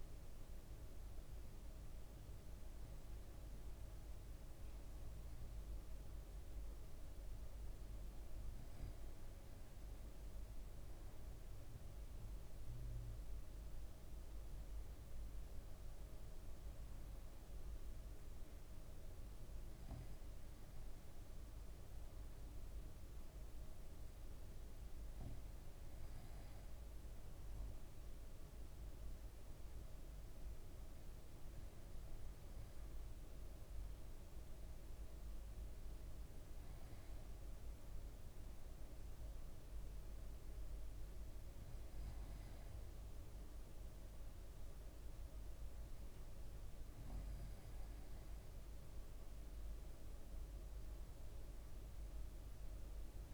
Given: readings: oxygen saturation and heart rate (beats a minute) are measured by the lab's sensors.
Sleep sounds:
breathing in sleep, hard to hear, by a room microphone; none
none scored
From the record:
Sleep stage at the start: N2 (light sleep); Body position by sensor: on the right side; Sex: male

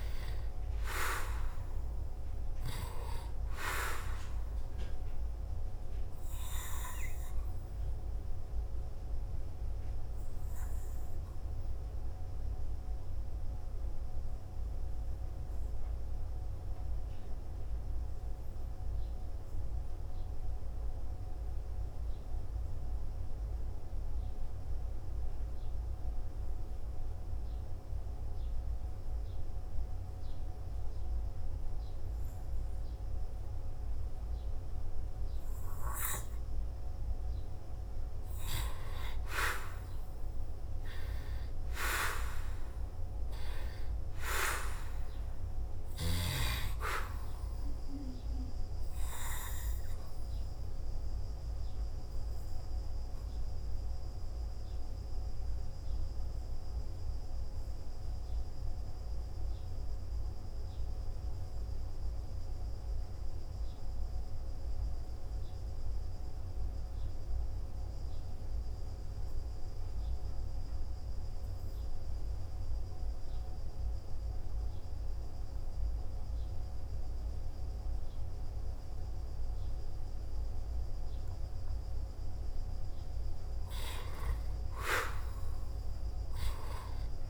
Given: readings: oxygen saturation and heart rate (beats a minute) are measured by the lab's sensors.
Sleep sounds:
breathing in sleep by a room microphone; 2
8.00-37.00 s: hypopnea (oxygen 98% before, 87% lowest, heart rate 54 before, 54 extreme, up 2 after)
19.50-34.50 s: oxygen desaturation (device-marked, oxygen 97% before, 91% lowest, heart rate 59 before, 54 extreme)
39.50-43.00 s: arousal
43.50-53.50 s: oxygen desaturation (device-marked, oxygen 98% before, 94% lowest, heart rate 55 before, 53 extreme)
50.00-82.00 s: hypopnea (oxygen 98% before, 87% lowest, heart rate 55 before, 50 extreme, up 6 after)
67.50-80.50 s: oxygen desaturation (device-marked, oxygen 95% before, 87% lowest, heart rate 58 before, 50 extreme)
From the record:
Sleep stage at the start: N2 (light sleep); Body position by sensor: on the back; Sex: male

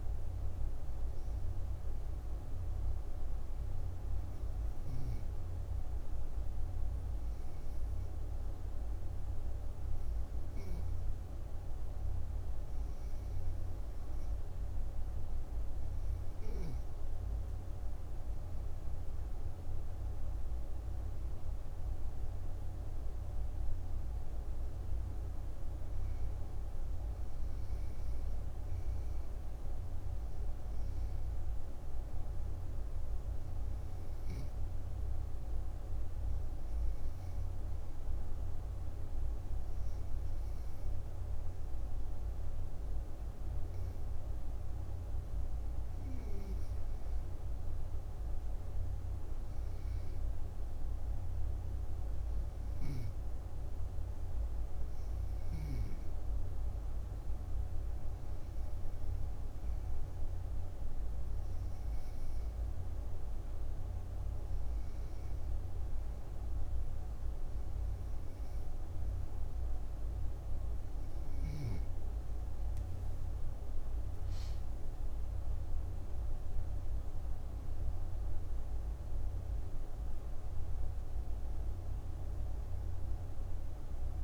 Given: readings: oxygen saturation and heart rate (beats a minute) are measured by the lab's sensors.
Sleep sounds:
breathing in sleep, hard to hear, by a room microphone; 3
5.00-17.00 s: obstructive apnea (oxygen 94% before, 89% lowest, heart rate 64 before, 59 extreme, up 3 after)
19.00-23.50 s: arousal
24.50-46.50 s: oxygen desaturation (device-marked, oxygen 93% before, 89% lowest, heart rate 63 before, 59 extreme)
34.00-45.50 s: hypopnea (oxygen 93% before, 89% lowest, heart rate 64 before, 59 extreme, up 6 after)
47.00-51.00 s: arousal
59.50-72.00 s: hypopnea (oxygen 95% before, 91% lowest)
73.00-78.00 s: arousal
From the record:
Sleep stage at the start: N2 (light sleep); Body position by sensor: on the back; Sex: female

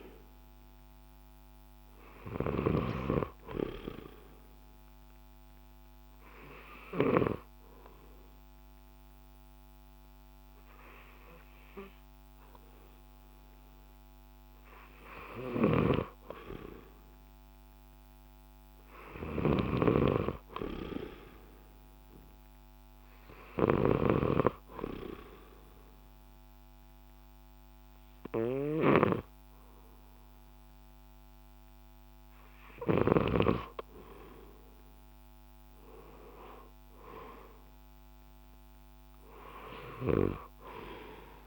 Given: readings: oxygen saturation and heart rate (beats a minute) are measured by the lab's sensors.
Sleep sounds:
breathing in sleep by a microphone on the trachea; 1
0.00-3.00 s: snoring (device-marked)
0.00-8.00 s: oxygen desaturation (device-marked, oxygen 87% lowest, heart rate 65 extreme)
4.50-15.50 s: obstructive apnea (oxygen 93% before, 87% lowest, heart rate 67 before, 65 extreme, up 2 after)
15.50-33.50 s: snoring (device-marked)
18.00-21.50 s: arousal
31.00-41.47 s: oxygen desaturation (device-marked, oxygen 92% before, 87% lowest, heart rate 67 before, 62 extreme)
From the record:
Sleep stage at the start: N2 (light sleep); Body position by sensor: on the left side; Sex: male

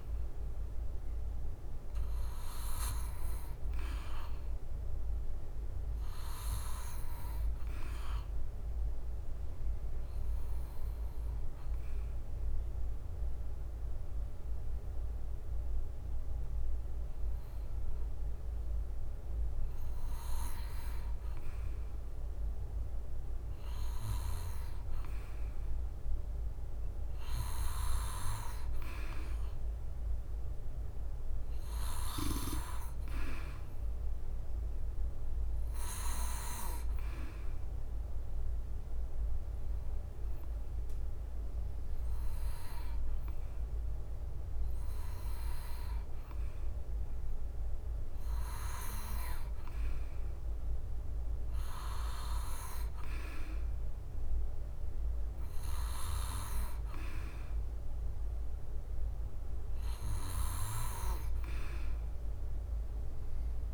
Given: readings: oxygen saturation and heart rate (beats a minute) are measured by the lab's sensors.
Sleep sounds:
breathing in sleep by a room microphone; 2
0.00-2.00 s: drop in pulse transit time (device-marked, heart rate 48 extreme)
0.00-4.00 s: arousal
0.00-36.00 s: bradycardia (device-marked, heart rate 48 extreme)
11.00-22.00 s: hypopnea (oxygen 97% before, 91% lowest, heart rate 49 before, 51 extreme, up 1 after)
22.50-26.50 s: arousal
38.50-49.50 s: hypopnea (oxygen 97% before, 90% lowest, heart rate 53 before, 59 extreme, up 0 after)
42.00-58.00 s: oxygen desaturation (device-marked, oxygen 97% before, 93% lowest, heart rate 55 before, 59 extreme)
50.00-58.00 s: bradycardia (device-marked, heart rate 57 before, 59 extreme)
52.50-56.50 s: arousal
From the record:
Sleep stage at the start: N2 (light sleep); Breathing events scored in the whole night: 122 in 4.0 hours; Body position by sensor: on the back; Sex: male

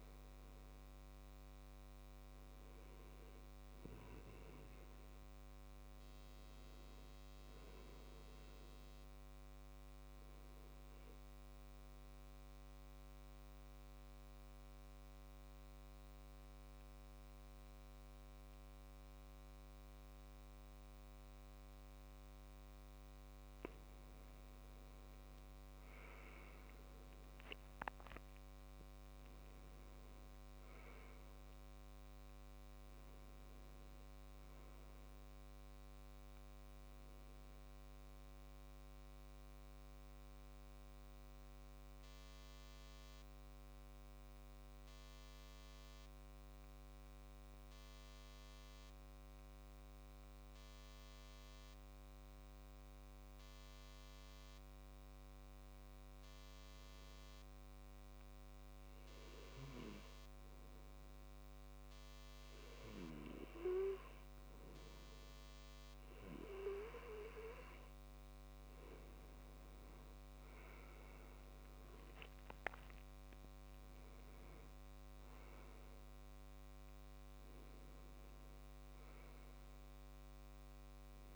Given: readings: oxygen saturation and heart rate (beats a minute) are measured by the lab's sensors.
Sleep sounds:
breathing in sleep by a microphone on the trachea; 2
11.50-23.00 s: obstructive apnea (oxygen 98% before, 93% lowest, heart rate 72 before, 63 extreme, up 8 after)
26.50-30.00 s: arousal
31.00-55.00 s: oxygen desaturation (device-marked, oxygen 97% before, 94% lowest, heart rate 70 before, 63 extreme)
38.50-62.00 s: obstructive apnea (oxygen 97% before, 93% lowest, heart rate 71 before, 63 extreme, up 5 after)
64.00-81.36 s: oxygen desaturation (device-marked, oxygen 98% before, 93% lowest, heart rate 68 before, 64 extreme)
70.00-74.00 s: arousal
From the record:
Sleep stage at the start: N2 (light sleep); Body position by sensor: on the left side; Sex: male

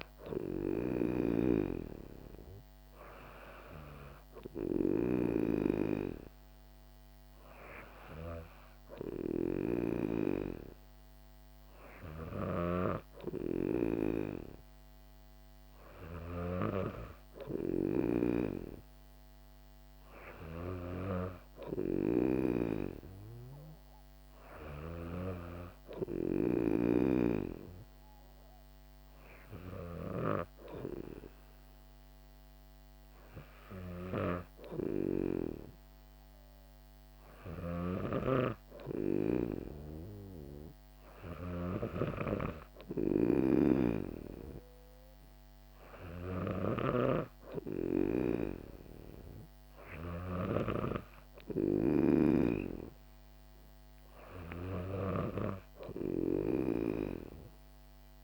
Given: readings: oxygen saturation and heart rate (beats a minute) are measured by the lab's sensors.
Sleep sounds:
breathing in sleep by a microphone on the trachea; none
37.50-42.00 s: snoring (device-marked)
From the record:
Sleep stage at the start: N2 (light sleep); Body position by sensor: on the back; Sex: female

